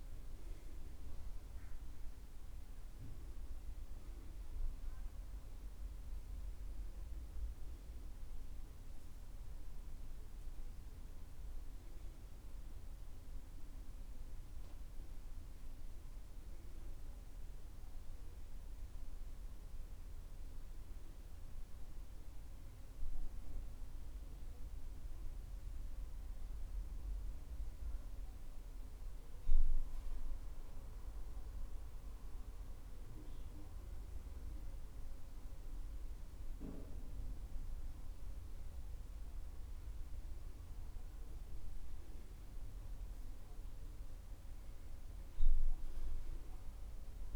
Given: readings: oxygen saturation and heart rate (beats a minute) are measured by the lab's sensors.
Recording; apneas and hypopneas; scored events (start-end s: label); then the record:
breathing in sleep, hard to hear, by a room microphone; 1
0.00-28.50 s: oxygen desaturation (device-marked, oxygen 89% lowest, heart rate 62 extreme)
18.50-23.50 s: arousal
26.00-39.50 s: obstructive apnea (oxygen 94% before, 91% lowest, heart rate 69 before, 62 extreme, up 8 after)
41.50-45.50 s: arousal
From the record:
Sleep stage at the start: N2 (light sleep); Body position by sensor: on the back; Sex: male